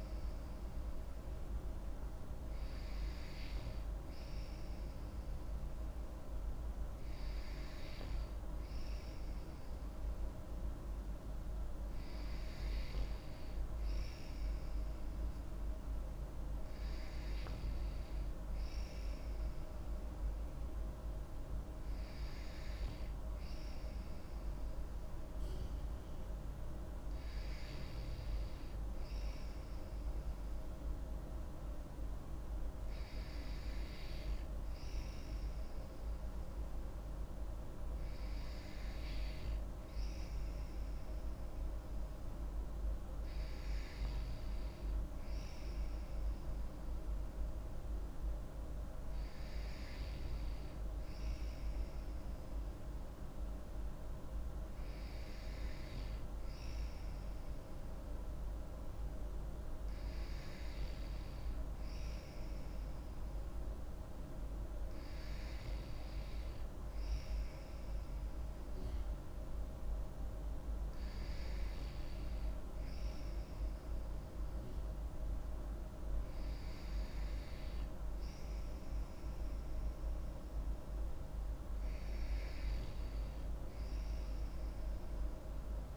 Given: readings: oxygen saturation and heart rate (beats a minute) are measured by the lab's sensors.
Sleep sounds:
breathing in sleep, hard to hear, by a room microphone; none
none scored
From the record:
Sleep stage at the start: N2 (light sleep); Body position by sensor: on the back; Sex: female

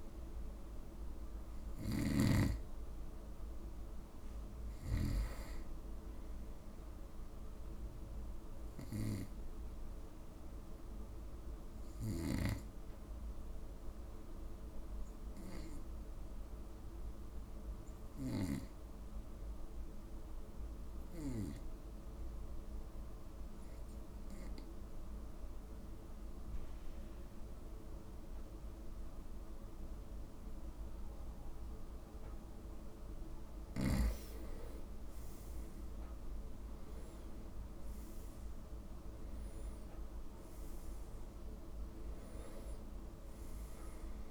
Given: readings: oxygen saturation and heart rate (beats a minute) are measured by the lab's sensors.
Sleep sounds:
breathing in sleep by a room microphone; 1
0.00-17.50 s: oxygen desaturation (device-marked, oxygen 91% lowest, heart rate 55 extreme)
10.50-32.50 s: obstructive apnea (oxygen 96% before, 90% lowest, heart rate 58 before, 55 extreme, up 8 after)
32.50-44.31 s: oxygen desaturation (device-marked, oxygen 96% before, 90% lowest, heart rate 56 before, 53 extreme)
33.50-37.50 s: arousal
From the record:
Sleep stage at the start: N2 (light sleep); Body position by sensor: on the right side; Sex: male

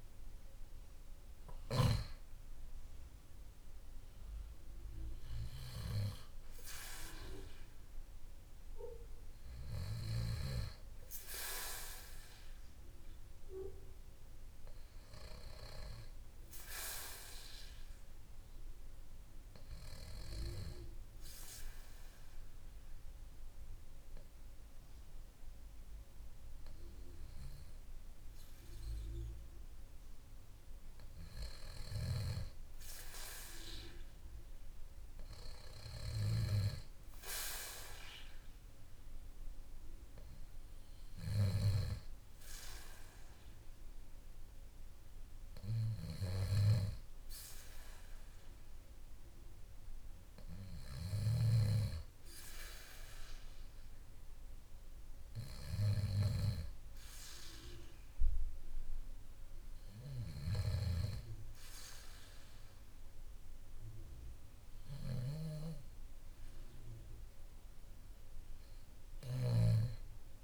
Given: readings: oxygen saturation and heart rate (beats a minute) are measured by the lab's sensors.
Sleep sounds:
breathing in sleep by a room microphone; 1
0.00-2.00 s: arousal
20.00-31.00 s: hypopnea (oxygen 96% before, 94% lowest, heart rate 54 before, 54 extreme, up 2 after)
33.00-37.00 s: arousal
69.00-70.44 s: snoring (device-marked)
From the record:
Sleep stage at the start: N2 (light sleep); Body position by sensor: on the back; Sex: male

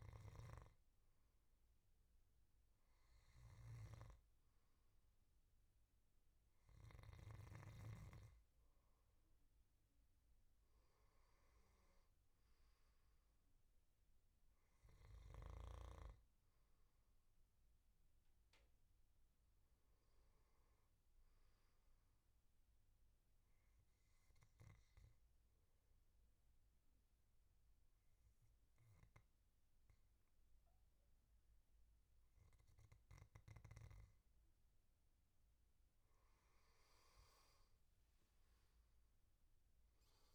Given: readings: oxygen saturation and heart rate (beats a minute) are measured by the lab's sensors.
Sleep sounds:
breathing in sleep by a room microphone; 1
23.00-35.00 s: obstructive apnea (oxygen 98% before, 91% lowest, heart rate 82 before, 79 extreme, up 5 after)
38.00-40.35 s: arousal
39.00-40.35 s: oxygen desaturation (device-marked, oxygen 96% before, 93% lowest, heart rate 83 before, 77 extreme)
From the record:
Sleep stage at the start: N2 (light sleep); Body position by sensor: on the back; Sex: male

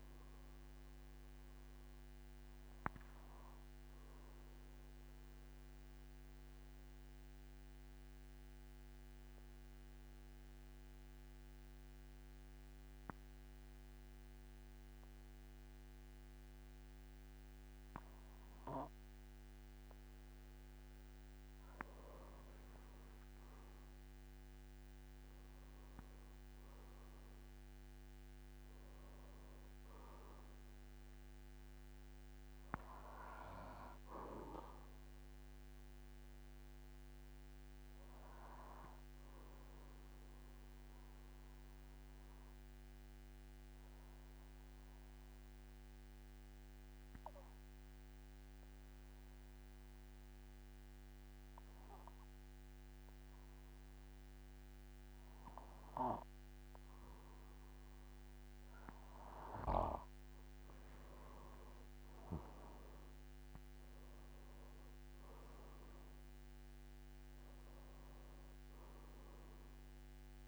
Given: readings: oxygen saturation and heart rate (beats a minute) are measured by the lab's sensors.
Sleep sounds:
breathing in sleep by a microphone on the trachea; 2
0.00-13.50 s: oxygen desaturation (device-marked, oxygen 90% lowest, heart rate 47 extreme)
2.00-19.00 s: obstructive apnea (oxygen 98% before, 90% lowest, heart rate 57 before, 48 extreme, up 10 after)
21.50-24.50 s: arousal
25.50-49.50 s: oxygen desaturation (device-marked, oxygen 98% before, 93% lowest, heart rate 52 before, 48 extreme)
39.50-58.00 s: obstructive apnea (oxygen 98% before, 91% lowest, heart rate 56 before, 46 extreme, up 22 after)
61.50-63.50 s: long interval between heartbeats (device-marked, heart rate 50 before, 61 extreme)
61.50-64.00 s: arousal
62.50-70.48 s: oxygen desaturation (device-marked, oxygen 98% before, 91% lowest, heart rate 51 before, 46 extreme)
From the record:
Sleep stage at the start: N2 (light sleep); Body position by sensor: on the back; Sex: male

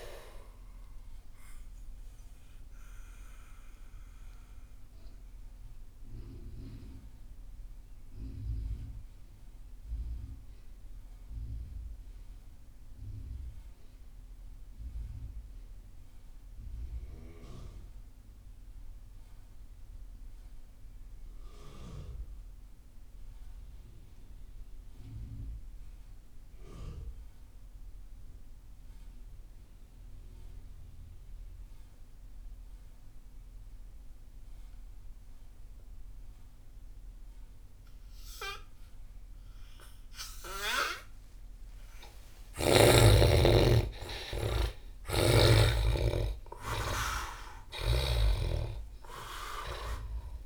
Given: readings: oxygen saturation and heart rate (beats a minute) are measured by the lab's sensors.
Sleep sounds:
breathing in sleep by a room microphone; 1
0.00-17.50 s: oxygen desaturation (device-marked, oxygen 73% lowest)
3.50-41.50 s: mixed apnea (oxygen 98% before, 71% lowest)
34.50-50.46 s: oxygen desaturation (device-marked, oxygen 97% before, 71% lowest)
42.50-47.50 s: arousal
47.00-50.46 s: snoring (device-marked)
From the record:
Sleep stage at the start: N2 (light sleep); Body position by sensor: on the back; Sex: male

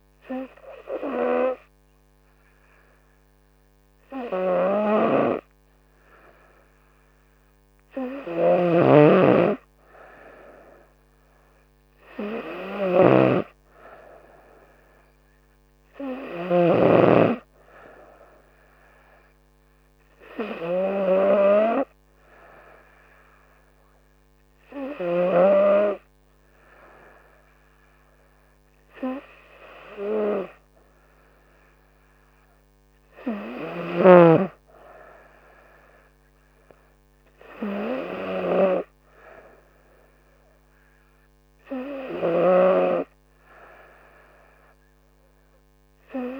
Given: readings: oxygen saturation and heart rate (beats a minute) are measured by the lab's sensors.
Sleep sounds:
breathing in sleep by a microphone on the trachea; none
none scored
From the record:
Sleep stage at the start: N3 (deep sleep); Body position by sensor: on the right side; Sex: female

